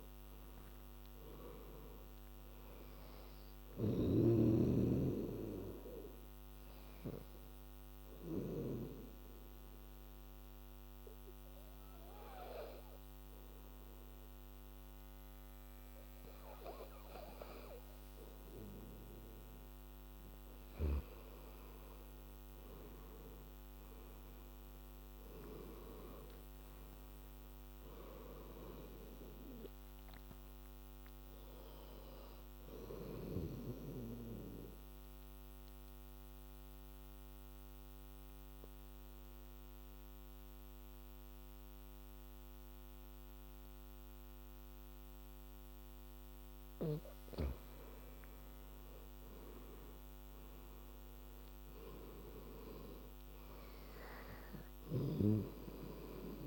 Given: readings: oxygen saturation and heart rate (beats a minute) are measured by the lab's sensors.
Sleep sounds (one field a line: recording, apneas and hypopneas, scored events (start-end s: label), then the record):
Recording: breathing in sleep by a microphone on the trachea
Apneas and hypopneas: 2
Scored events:
0.00-13.50 s: oxygen desaturation (device-marked, oxygen 91% lowest, heart rate 72 extreme)
3.50-8.50 s: snoring (device-marked)
7.50-20.00 s: obstructive apnea (oxygen 97% before, 88% lowest, heart rate 81 before, 68 extreme, up 7 after)
22.00-27.00 s: arousal
25.50-39.50 s: oxygen desaturation (device-marked, oxygen 98% before, 91% lowest, heart rate 80 before, 66 extreme)
34.50-46.50 s: obstructive apnea (oxygen 98% before, 88% lowest, heart rate 81 before, 66 extreme, up 16 after)
49.00-52.50 s: arousal
51.50-56.47 s: oxygen desaturation (device-marked, oxygen 98% before, 88% lowest, heart rate 74 before, 66 extreme)
From the record:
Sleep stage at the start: N2 (light sleep)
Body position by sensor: on the back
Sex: female